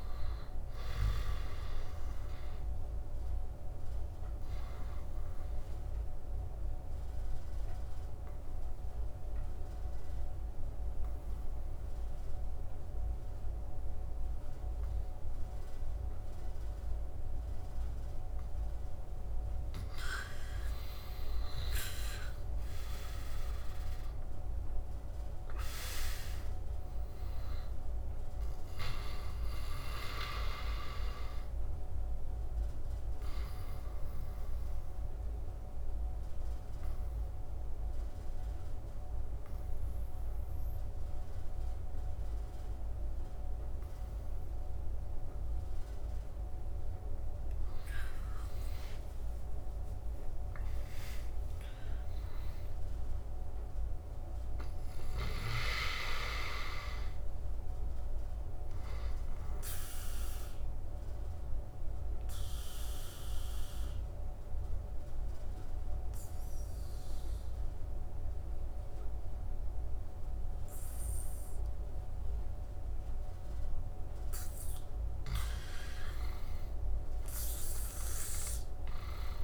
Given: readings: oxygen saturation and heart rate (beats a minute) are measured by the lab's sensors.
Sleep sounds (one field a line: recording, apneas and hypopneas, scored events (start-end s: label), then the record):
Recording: breathing in sleep by a room microphone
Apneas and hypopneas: 3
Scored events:
0.00-14.00 s: oxygen desaturation (device-marked, oxygen 91% lowest, heart rate 69 extreme)
3.00-18.50 s: obstructive apnea (oxygen 98% before, 88% lowest, heart rate 81 before, 69 extreme, up 15 after)
20.00-25.00 s: arousal
27.00-39.00 s: oxygen desaturation (device-marked, oxygen 99% before, 88% lowest, heart rate 74 before, 69 extreme)
31.00-46.00 s: obstructive apnea (oxygen 99% before, 85% lowest, heart rate 77 before, 69 extreme, up 15 after)
48.00-52.50 s: arousal
59.00-72.50 s: obstructive apnea (oxygen 100% before, 85% lowest, heart rate 78 before, 74 extreme, up 6 after)
75.50-78.50 s: arousal
78.00-79.44 s: oxygen desaturation (device-marked, oxygen 99% before, 85% lowest, heart rate 77 before, 72 extreme)
From the record:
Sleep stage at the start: N2 (light sleep)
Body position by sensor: on the back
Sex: male